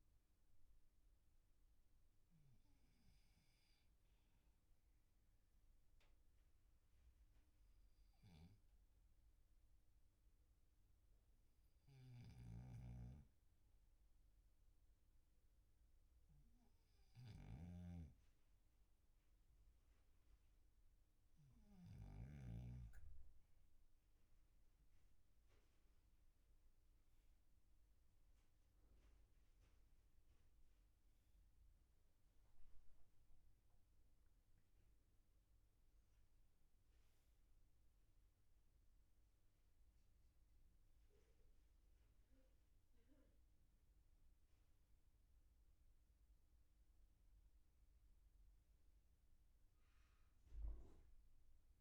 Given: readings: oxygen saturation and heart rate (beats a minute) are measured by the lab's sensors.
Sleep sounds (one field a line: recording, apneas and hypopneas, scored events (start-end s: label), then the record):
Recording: breathing in sleep, hard to hear, by a room microphone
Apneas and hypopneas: 1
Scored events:
0.00-1.50 s: oxygen desaturation (device-marked, oxygen 94% lowest, heart rate 38 extreme)
7.50-19.00 s: hypopnea (oxygen 97% before, 94% lowest, heart rate 47 before, 45 extreme, up 15 after)
12.50-23.00 s: snoring (device-marked)
24.00-27.50 s: arousal
49.50-51.81 s: arousal
From the record:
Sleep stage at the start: N2 (light sleep)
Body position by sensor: on the back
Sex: male